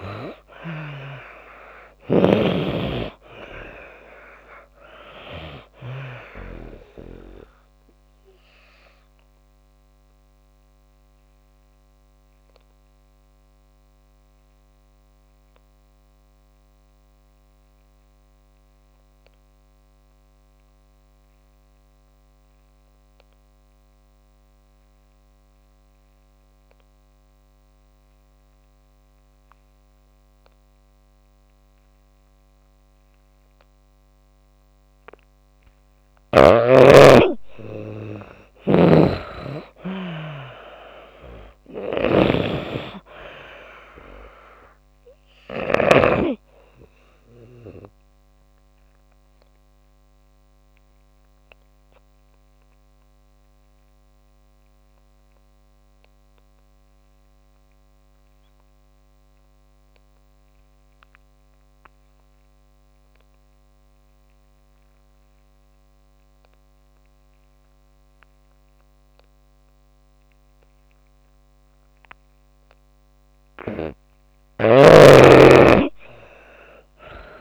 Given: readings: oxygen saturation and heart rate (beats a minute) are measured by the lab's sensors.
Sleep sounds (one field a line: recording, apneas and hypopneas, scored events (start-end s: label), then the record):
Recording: breathing in sleep by a microphone on the trachea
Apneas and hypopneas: 2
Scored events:
3.00-31.00 s: oxygen desaturation (device-marked, oxygen 97% before, 82% lowest)
7.50-36.00 s: obstructive apnea (oxygen 97% before, 82% lowest)
38.00-42.00 s: arousal
38.50-46.00 s: snoring (device-marked)
47.00-71.00 s: oxygen desaturation (device-marked, oxygen 95% before, 83% lowest)
48.00-73.00 s: obstructive apnea (oxygen 98% before, 80% lowest)
74.50-77.41 s: arousal
From the record:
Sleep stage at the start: N2 (light sleep)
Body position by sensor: on the back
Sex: female